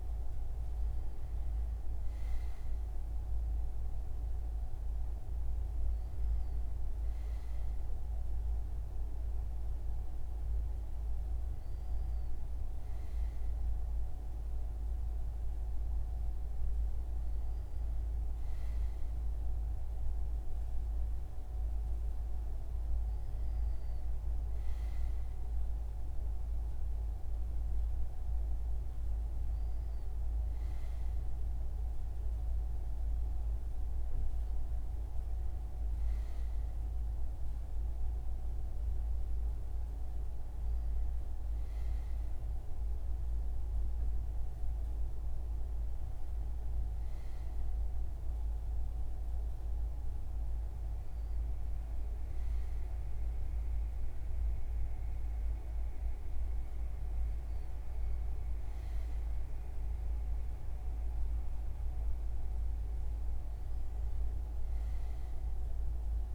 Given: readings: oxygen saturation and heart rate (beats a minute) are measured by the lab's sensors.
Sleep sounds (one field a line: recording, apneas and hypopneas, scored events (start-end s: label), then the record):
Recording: breathing in sleep, hard to hear, by a room microphone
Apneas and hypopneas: none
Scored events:
none scored
From the record:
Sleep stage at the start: N2 (light sleep)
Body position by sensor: on the front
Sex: male